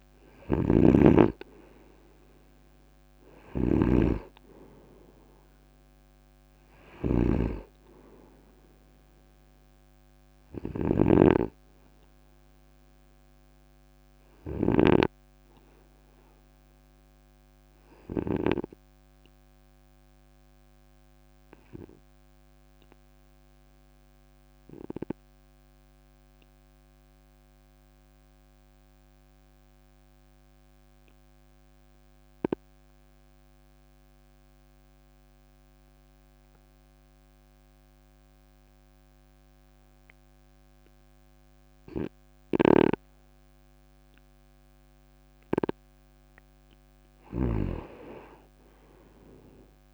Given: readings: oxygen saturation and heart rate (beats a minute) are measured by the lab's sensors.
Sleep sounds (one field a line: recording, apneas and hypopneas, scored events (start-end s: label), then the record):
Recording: breathing in sleep by a microphone on the trachea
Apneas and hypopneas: 1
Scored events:
0.00-15.00 s: snoring (device-marked)
19.00-45.00 s: obstructive apnea (oxygen 96% before, 94% lowest, heart rate 53 before, 48 extreme, up 8 after)
47.50-49.94 s: arousal
From the record:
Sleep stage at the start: N2 (light sleep)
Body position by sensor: on the right side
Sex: male